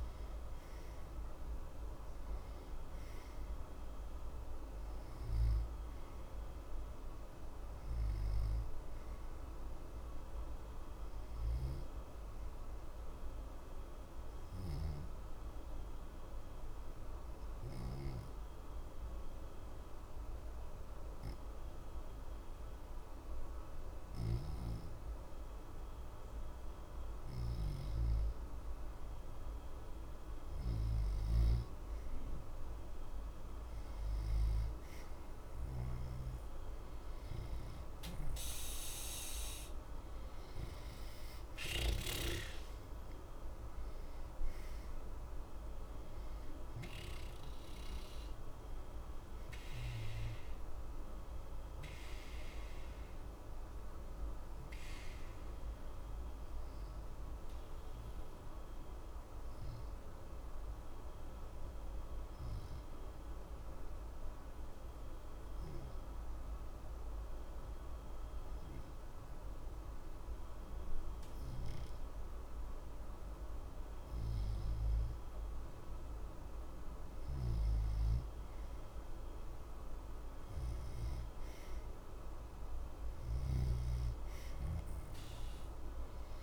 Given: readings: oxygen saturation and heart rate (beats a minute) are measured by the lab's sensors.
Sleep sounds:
breathing in sleep, hard to hear, by a room microphone; 2
10.00-28.50 s: obstructive apnea (oxygen 92% before, 87% lowest, heart rate 60 before, 60 extreme, up 0 after)
31.50-36.00 s: arousal
48.50-72.50 s: oxygen desaturation (device-marked, oxygen 91% before, 87% lowest, heart rate 60 before, 60 extreme)
57.50-76.50 s: obstructive apnea (oxygen 93% before, 87% lowest, heart rate 60 before, 60 extreme, up 2 after)
79.50-85.50 s: arousal
83.50-86.43 s: oxygen desaturation (device-marked, oxygen 94% before, 87% lowest, heart rate 61 before, 60 extreme)
From the record:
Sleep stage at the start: N2 (light sleep); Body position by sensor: on the back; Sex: male

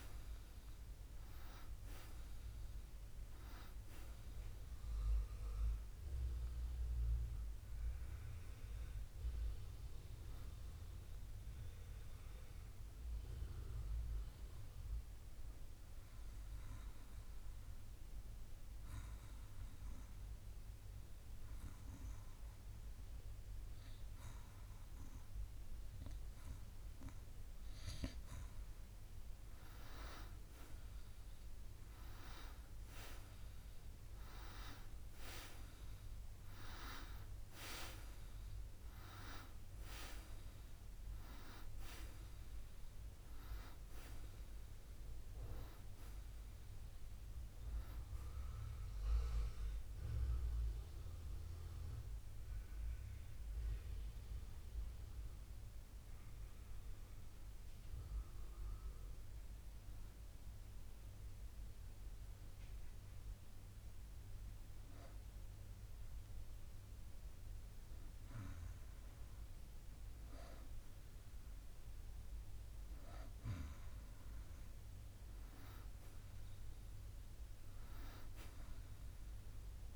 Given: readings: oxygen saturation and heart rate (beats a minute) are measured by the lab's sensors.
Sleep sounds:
breathing in sleep by a room microphone; 2
16.50-29.00 s: obstructive apnea (oxygen 95% before, 90% lowest, heart rate 62 before, 57 extreme, up 7 after)
31.00-35.50 s: arousal
44.00-68.00 s: oxygen desaturation (device-marked, oxygen 96% before, 90% lowest, heart rate 62 before, 55 extreme)
49.50-69.50 s: hypopnea (oxygen 96% before, 90% lowest, heart rate 63 before, 55 extreme, up 3 after)
75.00-79.00 s: arousal
From the record:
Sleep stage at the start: N2 (light sleep); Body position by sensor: on the back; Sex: male

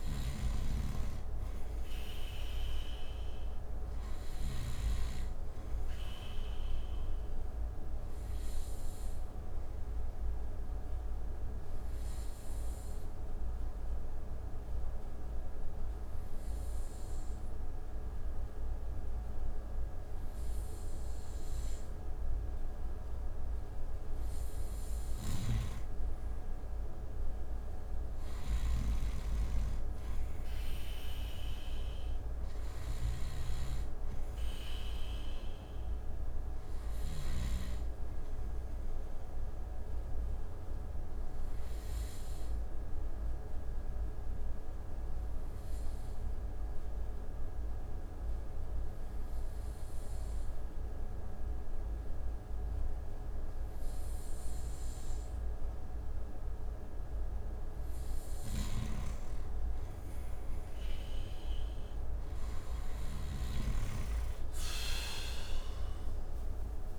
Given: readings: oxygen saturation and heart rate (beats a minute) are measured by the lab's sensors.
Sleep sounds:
breathing in sleep, hard to hear, by a room microphone; 2
0.00-4.00 s: snoring (device-marked)
1.50-23.50 s: oxygen desaturation (device-marked, oxygen 95% before, 90% lowest)
7.00-23.00 s: obstructive apnea (oxygen 95% before, 90% lowest)
24.50-37.00 s: snoring (device-marked)
25.50-29.50 s: arousal
31.50-51.50 s: oxygen desaturation (device-marked, oxygen 95% before, 90% lowest)
40.00-56.00 s: obstructive apnea (oxygen 95% before, 90% lowest)
57.50-61.00 s: arousal
58.00-63.00 s: snoring (device-marked)
61.50-66.98 s: oxygen desaturation (device-marked, oxygen 96% before, 90% lowest)
From the record:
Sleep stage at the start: N2 (light sleep); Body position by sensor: on the right side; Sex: male

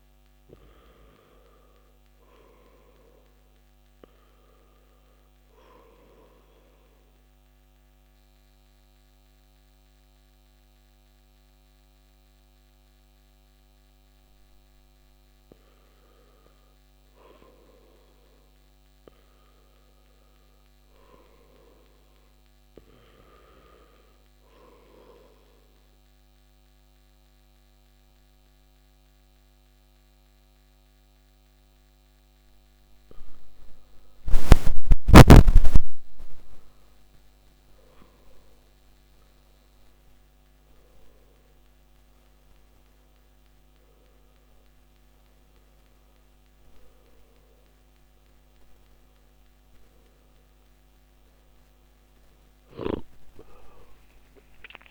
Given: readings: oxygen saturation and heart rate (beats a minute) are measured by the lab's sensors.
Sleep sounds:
breathing in sleep by a microphone on the trachea; 2
6.00-17.00 s: obstructive apnea (oxygen 96% before, 94% lowest, heart rate 55 before, 49 extreme, up 11 after)
18.50-21.00 s: arousal
25.50-35.50 s: obstructive apnea (oxygen 96% before, 94% lowest, heart rate 55 before, 55 extreme, up 13 after)
37.00-40.50 s: arousal
From the record:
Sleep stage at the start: N2 (light sleep); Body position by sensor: on the back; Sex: male

